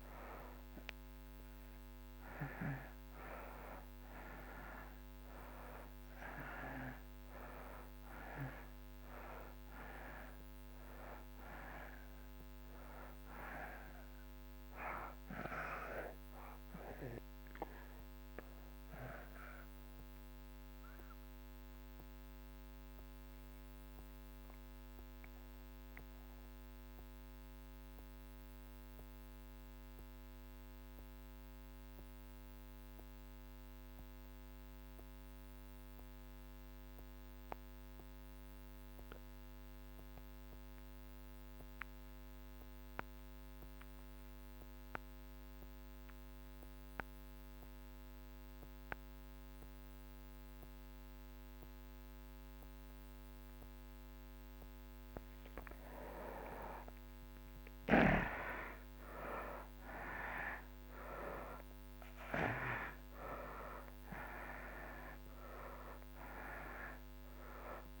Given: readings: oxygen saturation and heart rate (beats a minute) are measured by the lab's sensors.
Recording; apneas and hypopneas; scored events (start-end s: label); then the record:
breathing in sleep by a microphone on the trachea; 1
0.00-31.50 s: oxygen desaturation (device-marked, oxygen 80% lowest)
19.50-52.00 s: mixed apnea (oxygen 98% before, 65% lowest)
45.50-68.00 s: oxygen desaturation (device-marked, oxygen 96% before, 65% lowest)
53.50-58.50 s: arousal
From the record:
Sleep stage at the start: REM sleep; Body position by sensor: on the back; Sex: male